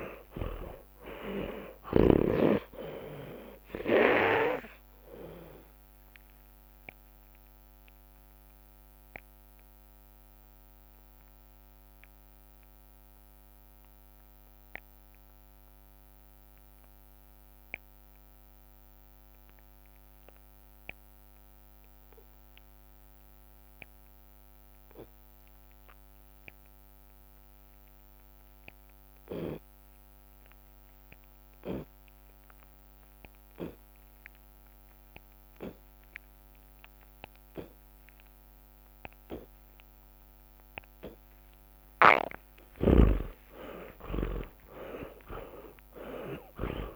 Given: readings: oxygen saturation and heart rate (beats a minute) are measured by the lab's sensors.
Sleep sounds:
breathing in sleep by a microphone on the trachea; 1
5.00-15.00 s: drop in pulse transit time (device-marked)
6.00-41.50 s: obstructive apnea (oxygen 96% before, 67% lowest)
21.00-23.00 s: long interval between heartbeats (device-marked)
21.00-45.00 s: oxygen desaturation (device-marked, oxygen 98% before, 67% lowest)
26.50-28.50 s: long interval between heartbeats (device-marked)
29.00-32.00 s: drop in pulse transit time (device-marked)
30.00-32.00 s: long interval between heartbeats (device-marked)
32.50-34.50 s: long interval between heartbeats (device-marked, heart rate 32 before, 59 extreme)
35.00-37.00 s: long interval between heartbeats (device-marked, heart rate 40 before, 83 extreme)
37.00-39.00 s: long interval between heartbeats (device-marked, heart rate 46 before, 88 extreme)
39.00-46.96 s: tachycardia (device-marked, heart rate 74 before, 147 extreme)
40.00-42.00 s: long interval between heartbeats (device-marked, heart rate 58 before, 93 extreme)
42.50-44.50 s: long interval between heartbeats (device-marked, heart rate 65 before, 109 extreme)
43.00-46.96 s: arousal
43.00-46.96 s: snoring (device-marked)
45.50-46.96 s: long interval between heartbeats (device-marked, heart rate 78 before, 137 extreme)
From the record:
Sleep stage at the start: N2 (light sleep); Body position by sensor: on the left side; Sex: male

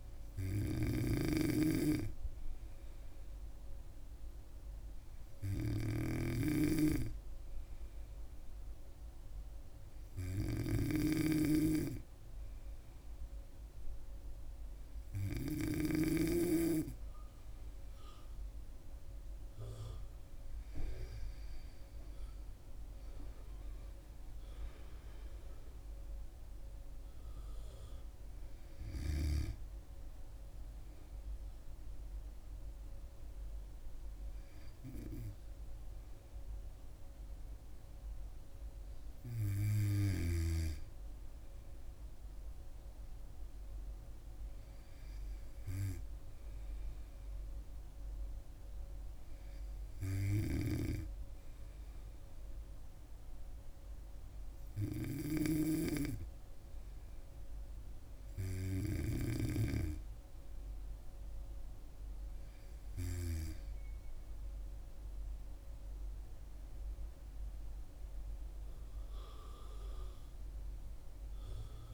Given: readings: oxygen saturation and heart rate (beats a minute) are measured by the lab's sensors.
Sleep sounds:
breathing in sleep by a room microphone; none
0.50-15.50 s: snoring (device-marked)
55.00-59.00 s: snoring (device-marked)
69.00-71.94 s: arousal
From the record:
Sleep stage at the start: N2 (light sleep); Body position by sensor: on the back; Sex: female

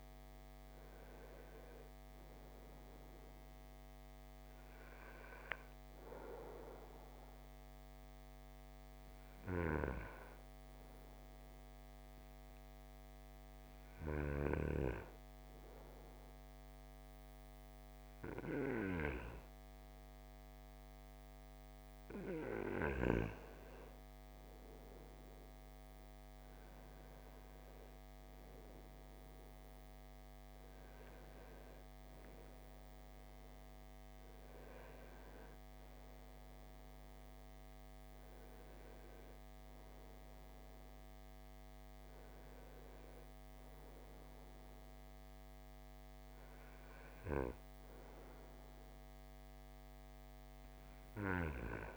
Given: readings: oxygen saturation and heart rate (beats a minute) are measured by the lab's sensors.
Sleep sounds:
breathing in sleep by a microphone on the trachea; 1
0.00-17.00 s: oxygen desaturation (device-marked, oxygen 92% lowest, heart rate 56 extreme)
8.50-22.00 s: hypopnea (oxygen 97% before, 92% lowest, heart rate 62 before, 56 extreme, up 6 after)
25.00-29.50 s: arousal
31.00-51.97 s: oxygen desaturation (device-marked, oxygen 96% before, 92% lowest, heart rate 58 before, 56 extreme)
From the record:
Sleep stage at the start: N2 (light sleep); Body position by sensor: on the right side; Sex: male

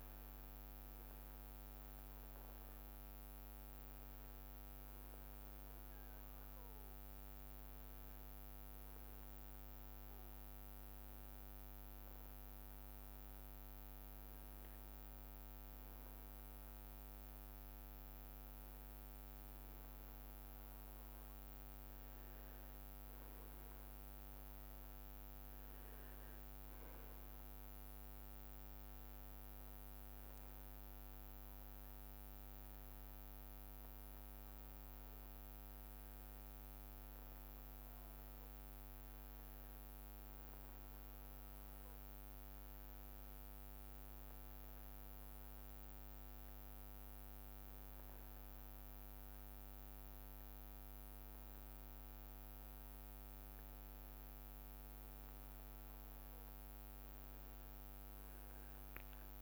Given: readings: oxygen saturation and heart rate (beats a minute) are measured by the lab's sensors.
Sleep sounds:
breathing in sleep, hard to hear, by a microphone on the trachea; none
40.00-41.00 s: leg movement (device-marked)
44.00-45.50 s: leg movement (device-marked)
From the record:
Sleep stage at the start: N1 (lightest sleep); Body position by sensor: on the back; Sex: male

